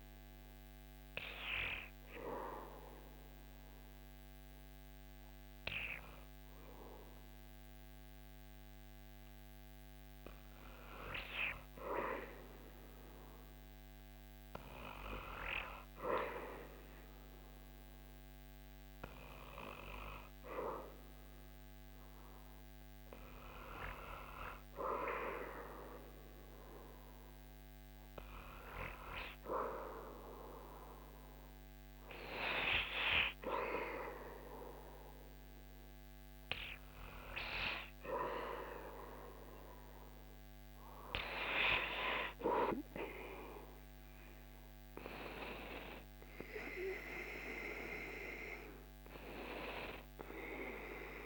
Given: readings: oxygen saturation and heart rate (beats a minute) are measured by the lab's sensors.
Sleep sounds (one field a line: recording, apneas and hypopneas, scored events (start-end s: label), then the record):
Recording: breathing in sleep by a microphone on the trachea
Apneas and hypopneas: none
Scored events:
45.50-50.50 s: arousal
From the record:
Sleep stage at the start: N2 (light sleep)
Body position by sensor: on the back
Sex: male